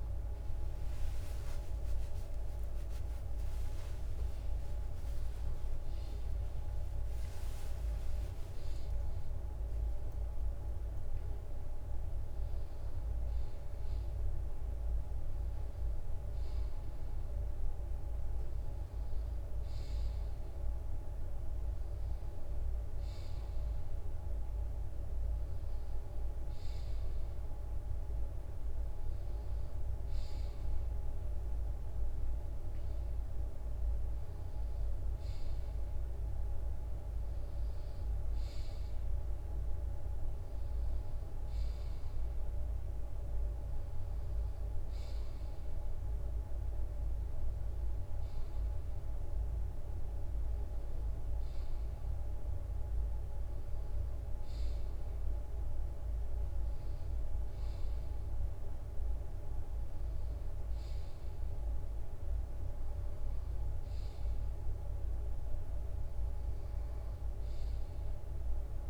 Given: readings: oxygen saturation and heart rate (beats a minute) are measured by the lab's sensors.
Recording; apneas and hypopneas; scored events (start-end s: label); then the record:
breathing in sleep, hard to hear, by a room microphone; none
0.00-5.00 s: arousal
3.00-17.00 s: drop in pulse transit time (device-marked, heart rate 67 before, 69 extreme)
27.00-68.89 s: new sleep stage, REM sleep
From the record:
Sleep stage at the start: N2 (light sleep); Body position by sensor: on the right side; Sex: male